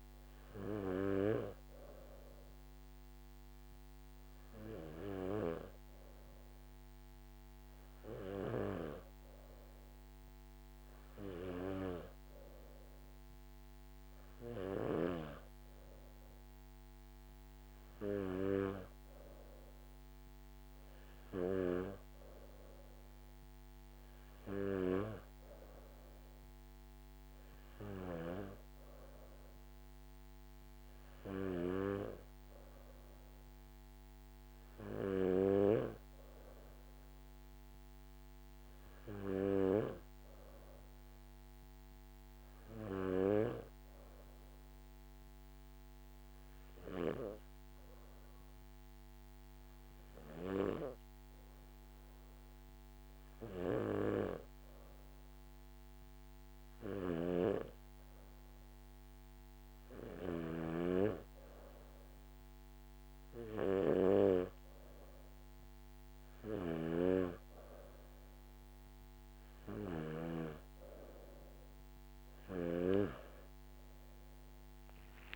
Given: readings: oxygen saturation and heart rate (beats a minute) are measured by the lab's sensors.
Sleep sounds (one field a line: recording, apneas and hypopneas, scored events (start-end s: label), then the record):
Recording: breathing in sleep by a microphone on the trachea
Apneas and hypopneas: 1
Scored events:
43.50-53.50 s: obstructive apnea (oxygen 96% before, 94% lowest, heart rate 58 before, 54 extreme, up 4 after)
56.50-64.00 s: snoring (device-marked)
66.00-70.00 s: snoring (device-marked)
From the record:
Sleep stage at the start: N3 (deep sleep)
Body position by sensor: on the back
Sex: male